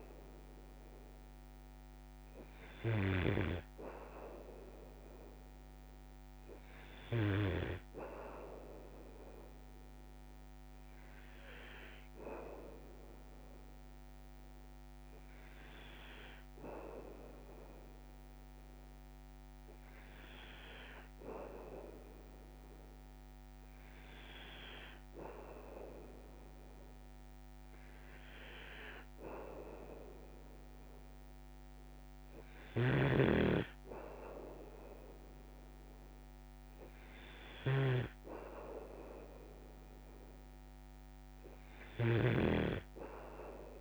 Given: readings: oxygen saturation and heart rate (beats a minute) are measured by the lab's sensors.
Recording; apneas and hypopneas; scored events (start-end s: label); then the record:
breathing in sleep by a microphone on the trachea; none
0.00-3.50 s: snoring (device-marked)
32.50-43.81 s: snoring (device-marked)
From the record:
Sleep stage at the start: N2 (light sleep); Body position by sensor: on the back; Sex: male